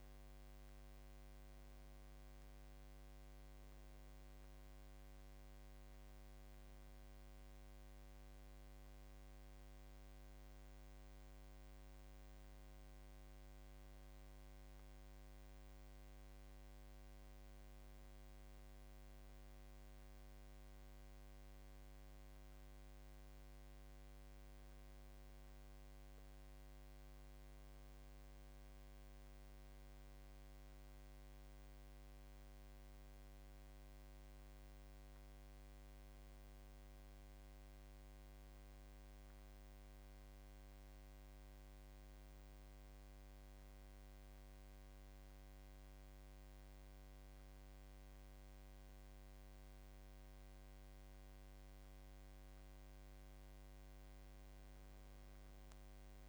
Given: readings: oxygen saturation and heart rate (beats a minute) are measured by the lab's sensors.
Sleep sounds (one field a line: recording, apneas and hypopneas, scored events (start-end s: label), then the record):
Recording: breathing in sleep, hard to hear, by a microphone on the trachea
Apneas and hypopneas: none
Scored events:
none scored
From the record:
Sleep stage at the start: N1 (lightest sleep)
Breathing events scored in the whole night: 244 in 4.7 hours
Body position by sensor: on the back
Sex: male